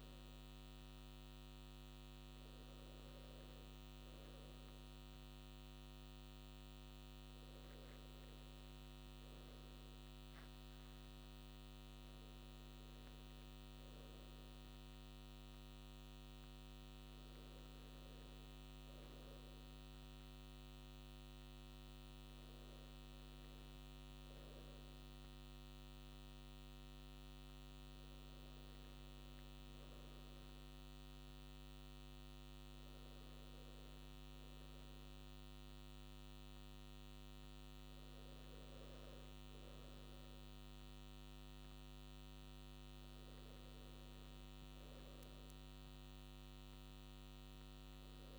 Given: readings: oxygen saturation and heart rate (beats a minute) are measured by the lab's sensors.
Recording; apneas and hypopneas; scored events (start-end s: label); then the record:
breathing in sleep, hard to hear, by a microphone on the trachea; none
none scored
From the record:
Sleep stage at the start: N2 (light sleep); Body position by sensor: on the right side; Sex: male